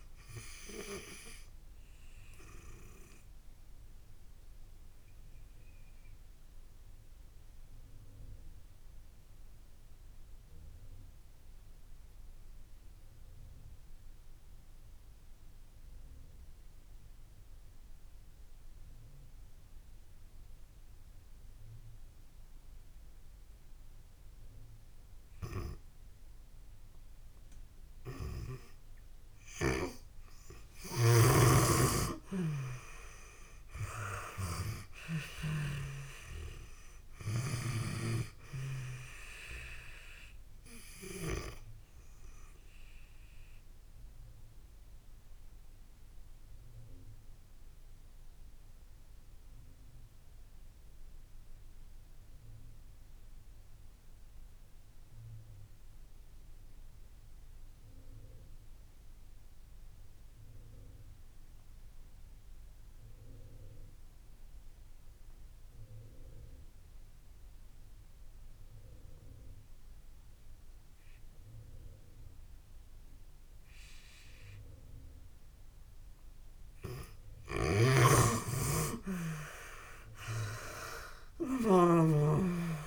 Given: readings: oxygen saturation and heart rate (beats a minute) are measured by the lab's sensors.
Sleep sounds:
breathing in sleep by a room microphone; 2
0.00-25.00 s: oxygen desaturation (device-marked, oxygen 80% lowest)
3.00-30.00 s: obstructive apnea (oxygen 97% before, 80% lowest)
31.50-35.50 s: arousal
36.00-66.00 s: oxygen desaturation (device-marked, oxygen 96% before, 83% lowest)
42.50-75.00 s: obstructive apnea (oxygen 96% before, 79% lowest)
76.00-82.87 s: oxygen desaturation (device-marked, oxygen 97% before, 79% lowest)
77.00-80.50 s: arousal
77.00-82.87 s: snoring (device-marked)
From the record:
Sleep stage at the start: N2 (light sleep); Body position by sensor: on the back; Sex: female

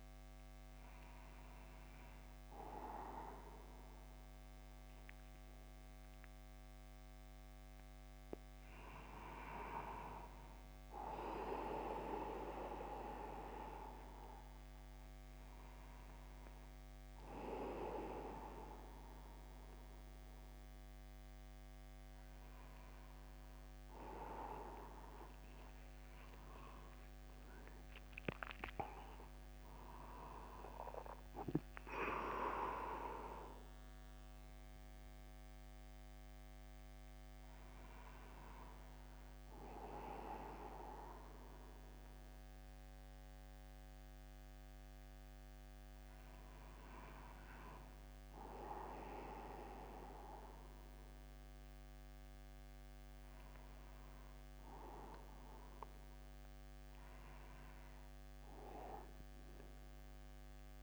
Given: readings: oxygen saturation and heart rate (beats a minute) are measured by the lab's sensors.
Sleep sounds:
a person awake in a sleep study, by a microphone on the trachea; none
6.50-8.50 s: long interval between heartbeats (device-marked, heart rate 51 before, 67 extreme)
9.00-11.00 s: long interval between heartbeats (device-marked, heart rate 52 before, 75 extreme)
14.00-16.00 s: long interval between heartbeats (device-marked, heart rate 59 before, 68 extreme)
26.00-28.00 s: long interval between heartbeats (device-marked, heart rate 63 before, 92 extreme)
44.50-60.83 s: new sleep stage, N1 (lightest sleep)
From the record:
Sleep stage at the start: awake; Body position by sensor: upright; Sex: male

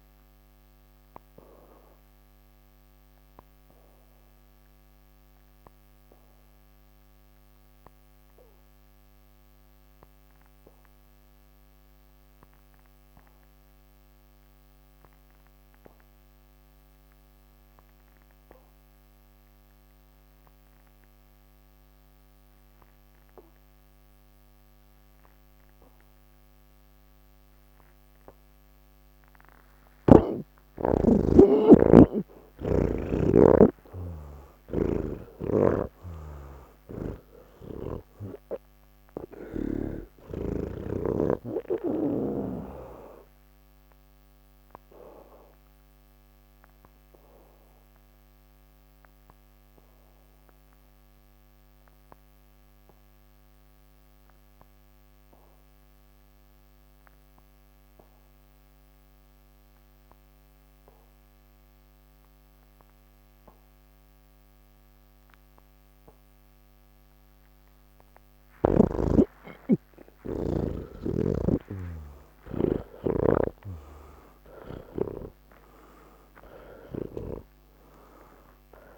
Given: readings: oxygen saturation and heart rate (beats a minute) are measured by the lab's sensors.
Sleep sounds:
breathing in sleep by a microphone on the trachea; 2
0.00-17.00 s: oxygen desaturation (device-marked, oxygen 77% lowest, heart rate 168 extreme)
2.50-29.00 s: obstructive apnea (oxygen 99% before, 77% lowest, heart rate 193 before, 144 extreme)
31.00-39.00 s: oxygen desaturation (device-marked, oxygen 99% before, 84% lowest, heart rate 196 before, 135 extreme)
37.50-41.00 s: snoring (device-marked)
41.00-59.00 s: oxygen desaturation (device-marked, oxygen 92% before, 78% lowest)
43.50-67.00 s: obstructive apnea (oxygen 100% before, 78% lowest)
66.00-78.98 s: oxygen desaturation (device-marked, oxygen 99% before, 79% lowest, heart rate 153 before, 135 extreme)
71.00-77.50 s: snoring (device-marked)
From the record:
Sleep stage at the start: N3 (deep sleep); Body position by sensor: on the back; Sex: male

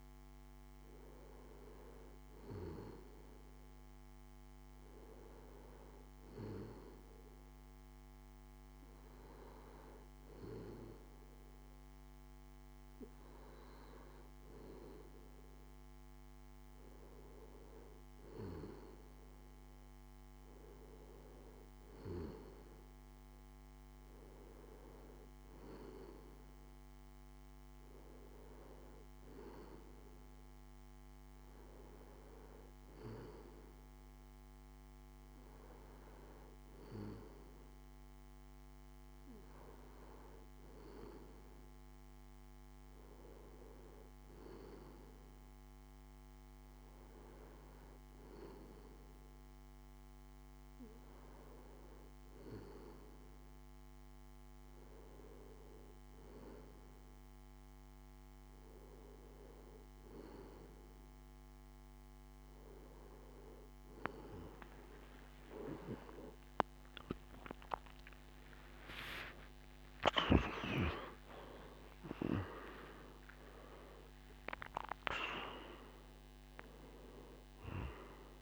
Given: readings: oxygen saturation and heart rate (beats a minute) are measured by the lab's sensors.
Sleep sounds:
breathing in sleep by a microphone on the trachea; none
59.50-78.42 s: new sleep stage, awake
From the record:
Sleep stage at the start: N2 (light sleep); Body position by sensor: on the left side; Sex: male

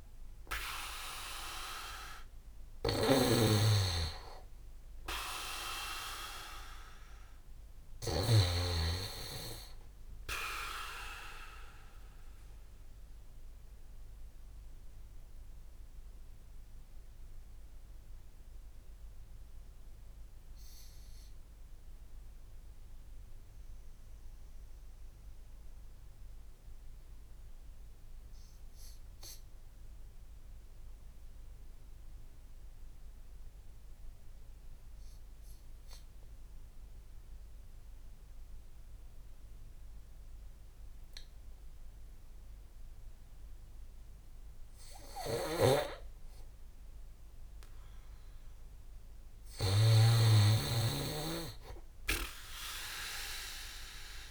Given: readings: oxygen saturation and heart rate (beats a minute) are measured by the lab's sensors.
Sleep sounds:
breathing in sleep by a room microphone; 1
0.00-8.00 s: snoring (device-marked)
10.50-44.50 s: obstructive apnea (oxygen 99% before, 94% lowest)
44.50-54.31 s: snoring (device-marked)
46.50-51.00 s: arousal
From the record:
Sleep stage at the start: N2 (light sleep); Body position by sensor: on the back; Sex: male

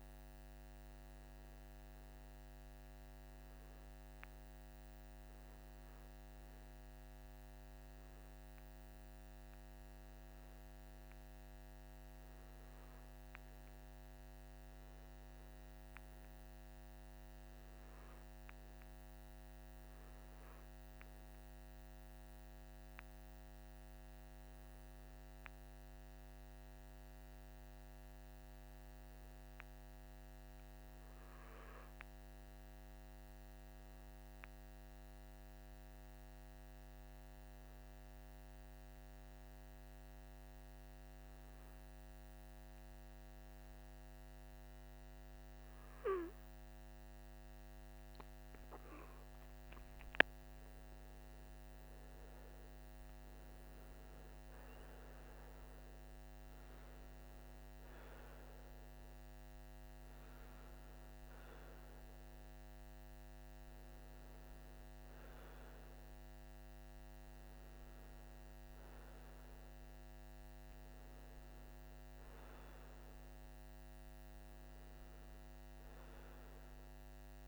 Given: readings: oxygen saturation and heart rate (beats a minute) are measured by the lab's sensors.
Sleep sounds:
breathing in sleep, hard to hear, by a microphone on the trachea; 1
24.00-44.50 s: hypopnea (oxygen 98% before, 90% lowest, heart rate 70 before, 70 extreme, up 6 after)
27.00-71.00 s: oxygen desaturation (device-marked, oxygen 97% before, 90% lowest, heart rate 71 before, 61 extreme)
39.00-77.47 s: new sleep stage, N1 (lightest sleep)
46.50-51.50 s: arousal
From the record:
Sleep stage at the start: REM sleep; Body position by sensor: on the right side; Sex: male

